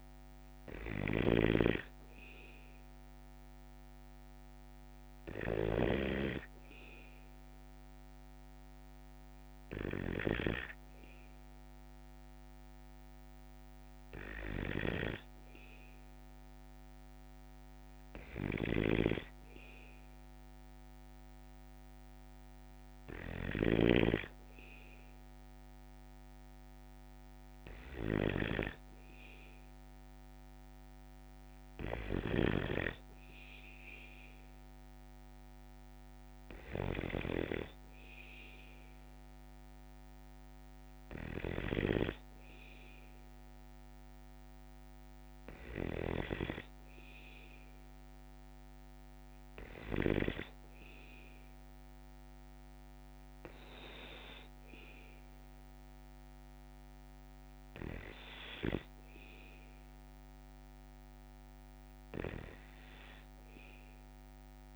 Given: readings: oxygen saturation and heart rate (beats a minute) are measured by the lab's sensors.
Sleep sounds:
breathing in sleep by a microphone on the trachea; none
0.00-5.50 s: snoring (device-marked)
From the record:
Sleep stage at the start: N2 (light sleep); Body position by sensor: on the back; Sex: male

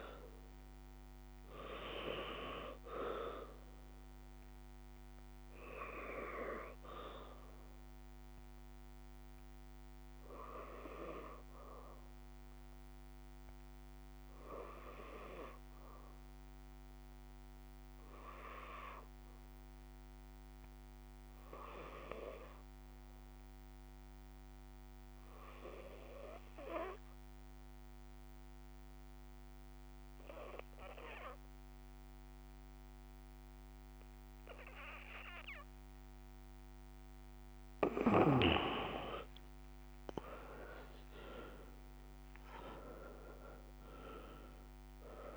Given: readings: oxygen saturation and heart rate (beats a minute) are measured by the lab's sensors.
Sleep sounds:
breathing in sleep by a microphone on the trachea; 1
0.00-24.00 s: oxygen desaturation (device-marked, oxygen 82% lowest, heart rate 55 extreme)
2.00-36.50 s: obstructive apnea (oxygen 96% before, 79% lowest, heart rate 67 before, 55 extreme, up 10 after)
38.00-45.37 s: oxygen desaturation (device-marked, oxygen 96% before, 79% lowest, heart rate 64 before, 59 extreme)
39.00-43.50 s: arousal
From the record:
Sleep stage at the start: N2 (light sleep); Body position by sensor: on the back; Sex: female

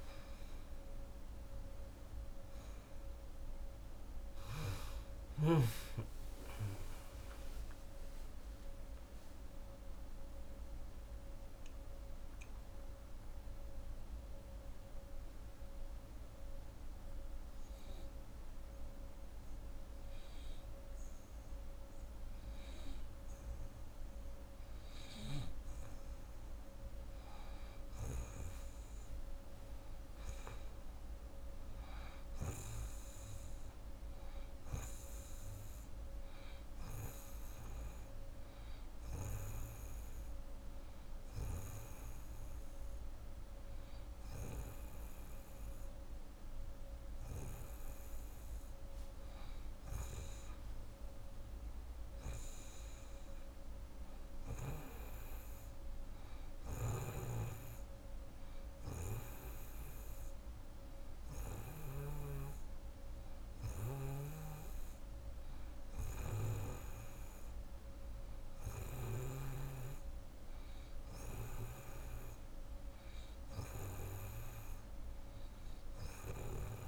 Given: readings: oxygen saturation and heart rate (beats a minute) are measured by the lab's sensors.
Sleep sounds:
breathing in sleep by a room microphone; 3
5.00-10.00 s: arousal
12.50-24.00 s: hypopnea (oxygen 92% before, 90% lowest)
25.50-29.00 s: arousal
36.50-47.50 s: hypopnea (oxygen 96% before, 89% lowest, heart rate 80 before, 106 extreme, up 18 after)
37.00-49.00 s: oxygen desaturation (device-marked, oxygen 96% before, 90% lowest, heart rate 85 before, 106 extreme)
49.50-53.50 s: arousal
54.00-68.00 s: oxygen desaturation (device-marked, oxygen 94% before, 91% lowest, heart rate 130 before, 116 extreme)
56.50-62.00 s: snoring (device-marked)
57.00-68.00 s: hypopnea (oxygen 96% before, 89% lowest, heart rate 130 before, 116 extreme, up 51 after)
70.50-74.50 s: arousal
From the record:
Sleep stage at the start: N2 (light sleep); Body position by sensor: on the right side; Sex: female

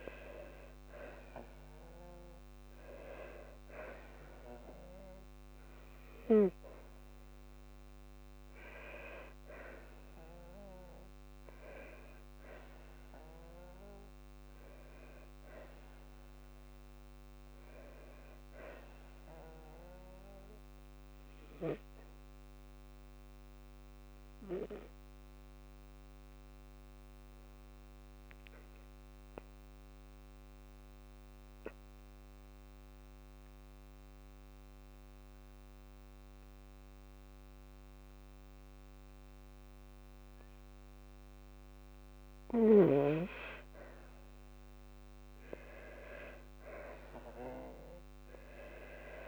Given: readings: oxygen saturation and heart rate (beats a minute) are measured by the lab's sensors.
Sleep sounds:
breathing in sleep by a microphone on the trachea; 1
10.50-33.50 s: oxygen desaturation (device-marked, oxygen 98% before, 94% lowest, heart rate 55 before, 53 extreme)
25.50-40.50 s: obstructive apnea (oxygen 98% before, 93% lowest, heart rate 55 before, 54 extreme, up 2 after)
45.00-48.50 s: arousal
From the record:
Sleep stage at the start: N2 (light sleep); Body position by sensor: on the back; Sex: female

